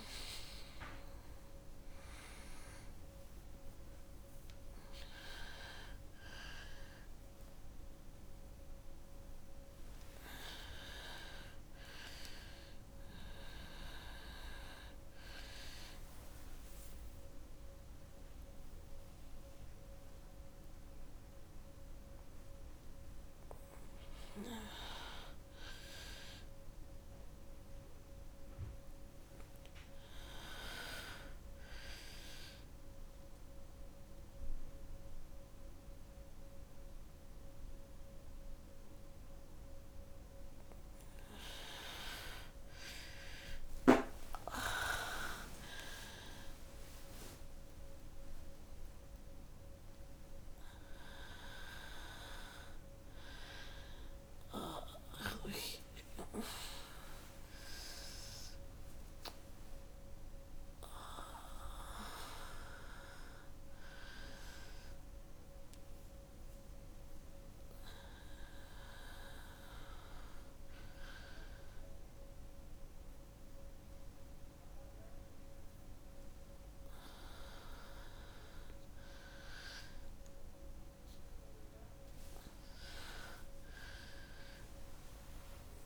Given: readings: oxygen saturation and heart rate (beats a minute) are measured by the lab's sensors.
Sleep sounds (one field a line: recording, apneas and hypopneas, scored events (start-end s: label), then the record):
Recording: a person awake in a sleep study, by a room microphone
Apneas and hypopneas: none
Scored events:
none scored
From the record:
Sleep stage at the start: awake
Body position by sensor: on the right side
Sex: female